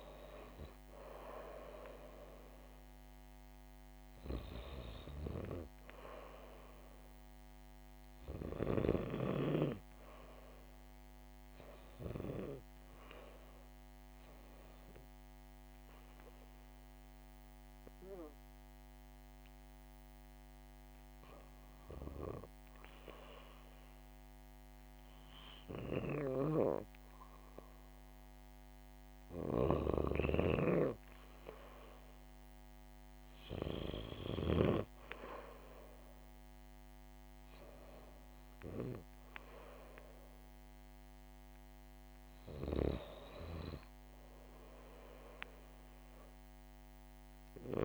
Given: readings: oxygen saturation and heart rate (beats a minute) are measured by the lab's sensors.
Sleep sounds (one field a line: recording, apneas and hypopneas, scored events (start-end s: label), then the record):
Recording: breathing in sleep by a microphone on the trachea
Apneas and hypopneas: none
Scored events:
29.00-34.50 s: snoring (device-marked)
36.50-40.50 s: arousal
From the record:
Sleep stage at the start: REM sleep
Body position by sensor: on the back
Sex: female